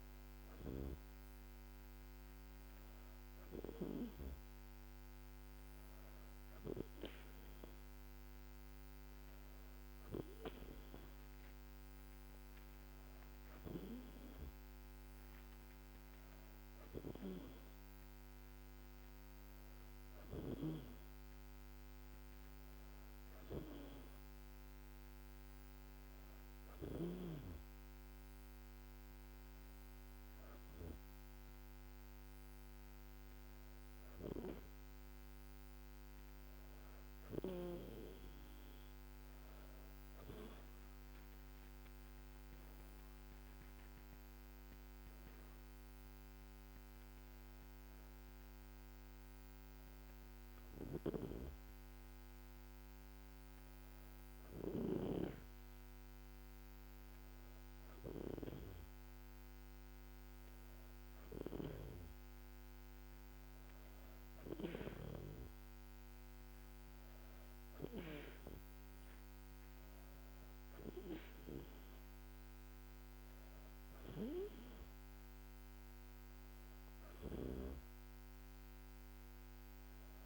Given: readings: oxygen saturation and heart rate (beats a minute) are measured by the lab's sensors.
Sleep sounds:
breathing in sleep by a microphone on the trachea; 1
27.00-37.00 s: hypopnea (oxygen 97% before, 95% lowest, heart rate 74 before, 73 extreme, up 6 after)
38.50-43.00 s: arousal
From the record:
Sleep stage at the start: N2 (light sleep); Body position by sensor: on the back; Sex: female

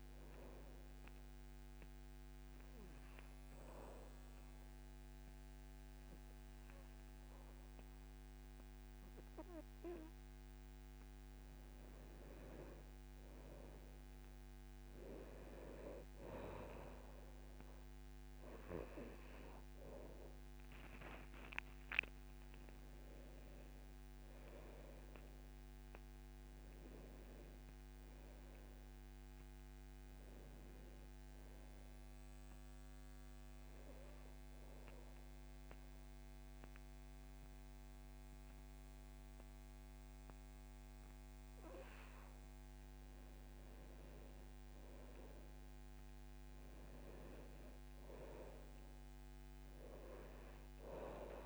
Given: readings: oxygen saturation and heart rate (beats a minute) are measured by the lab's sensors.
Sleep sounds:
breathing in sleep by a microphone on the trachea; 2
0.00-4.50 s: oxygen desaturation (device-marked, oxygen 93% lowest, heart rate 69 extreme)
1.00-11.50 s: obstructive apnea (oxygen 99% before, 92% lowest, heart rate 72 before, 69 extreme, up 5 after)
13.50-16.50 s: arousal
21.50-42.50 s: oxygen desaturation (device-marked, oxygen 97% before, 92% lowest, heart rate 74 before, 65 extreme)
32.00-42.50 s: obstructive apnea (oxygen 97% before, 92% lowest, heart rate 75 before, 65 extreme, up 6 after)
44.50-49.00 s: arousal
From the record:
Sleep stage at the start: N2 (light sleep); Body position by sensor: on the back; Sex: male

